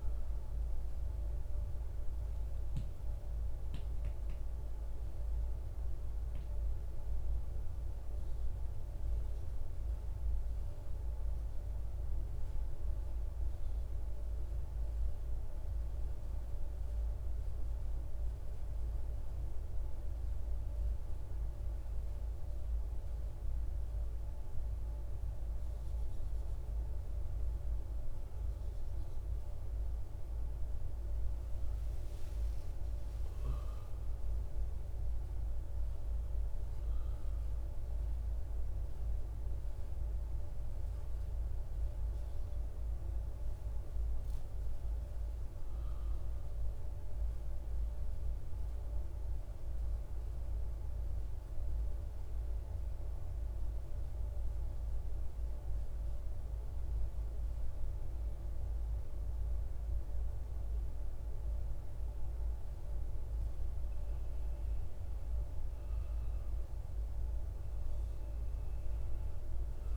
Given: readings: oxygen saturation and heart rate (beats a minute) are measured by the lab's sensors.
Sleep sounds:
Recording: breathing in sleep, hard to hear, by a room microphone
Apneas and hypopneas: 2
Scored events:
1.50-6.00 s: arousal
11.00-24.50 s: obstructive apnea (oxygen 97% before, 95% lowest, heart rate 67 before, 55 extreme, up 7 after)
29.00-33.50 s: arousal
48.50-61.50 s: obstructive apnea (oxygen 98% before, 95% lowest, heart rate 64 before, 55 extreme, up 9 after)
57.00-69.97 s: new sleep stage, awake
From the record:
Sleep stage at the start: N1 (lightest sleep)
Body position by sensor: on the right side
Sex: male

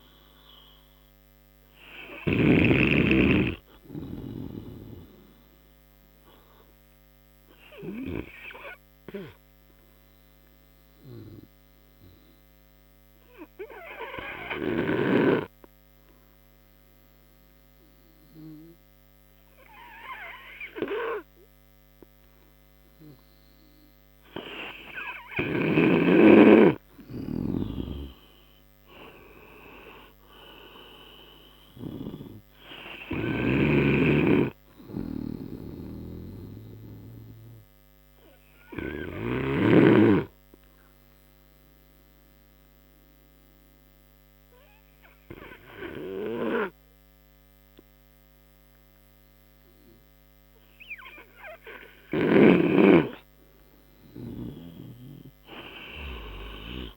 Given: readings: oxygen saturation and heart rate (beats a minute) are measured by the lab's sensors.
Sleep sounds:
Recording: breathing in sleep by a microphone on the trachea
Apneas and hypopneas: 2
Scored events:
3.00-25.50 s: obstructive apnea (oxygen 94% before, 90% lowest)
16.50-24.50 s: oxygen desaturation (device-marked, oxygen 93% before, 90% lowest)
28.00-31.00 s: arousal
32.50-48.50 s: oxygen desaturation (device-marked, oxygen 96% before, 91% lowest)
34.00-40.50 s: snoring (device-marked)
36.50-52.50 s: obstructive apnea (oxygen 96% before, 91% lowest)
54.50-56.97 s: arousal
From the record:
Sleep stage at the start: N2 (light sleep)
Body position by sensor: on the right side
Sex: male

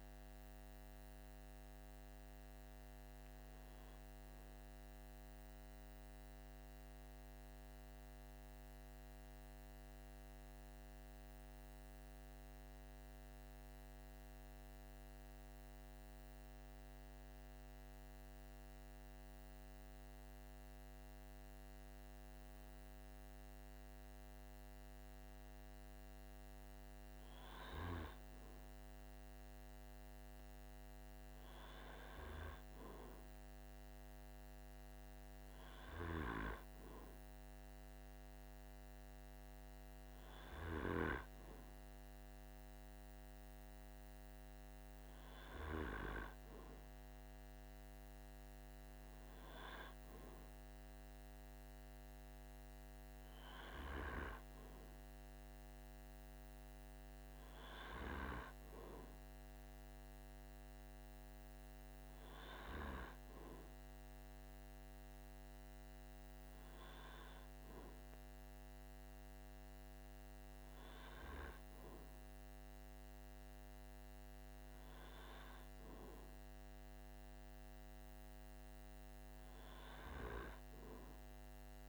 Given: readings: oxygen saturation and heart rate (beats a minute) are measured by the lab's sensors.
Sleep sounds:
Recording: breathing in sleep by a microphone on the trachea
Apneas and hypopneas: 1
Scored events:
0.00-6.00 s: oxygen desaturation (device-marked, oxygen 93% lowest, heart rate 43 extreme)
6.00-21.00 s: central apnea (oxygen 98% before, 93% lowest, heart rate 48 before, 44 extreme, up 3 after)
23.00-27.50 s: arousal
From the record:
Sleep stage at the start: N2 (light sleep)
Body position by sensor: on the back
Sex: male

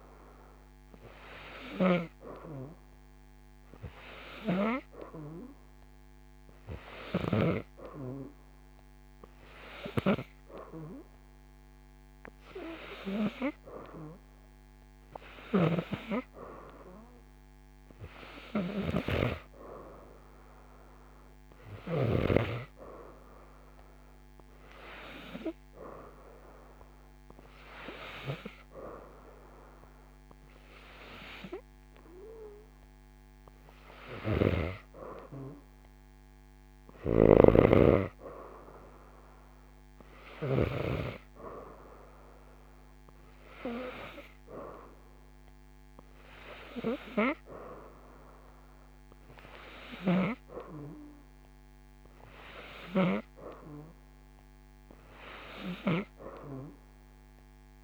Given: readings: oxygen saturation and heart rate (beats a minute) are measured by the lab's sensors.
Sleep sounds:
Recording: breathing in sleep by a microphone on the trachea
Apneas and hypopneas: none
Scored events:
18.50-22.00 s: snoring (device-marked)
36.50-40.50 s: snoring (device-marked)
From the record:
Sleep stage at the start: N3 (deep sleep)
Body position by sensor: upright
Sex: female

